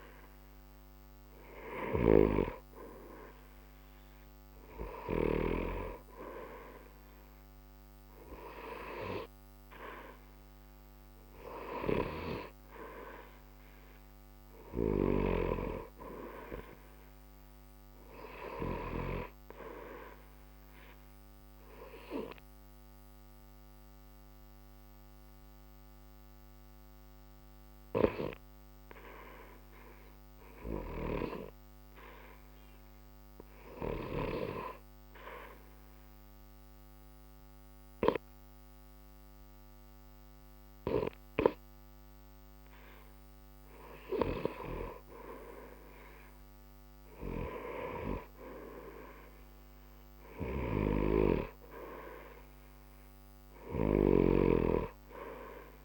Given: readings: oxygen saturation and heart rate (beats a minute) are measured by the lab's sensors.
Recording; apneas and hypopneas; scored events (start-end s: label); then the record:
breathing in sleep by a microphone on the trachea; 1
33.50-44.50 s: obstructive apnea (oxygen 94% before, 90% lowest, heart rate 60 before, 60 extreme, up 0 after)
48.50-52.00 s: arousal
From the record:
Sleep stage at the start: N2 (light sleep); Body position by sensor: on the right side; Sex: male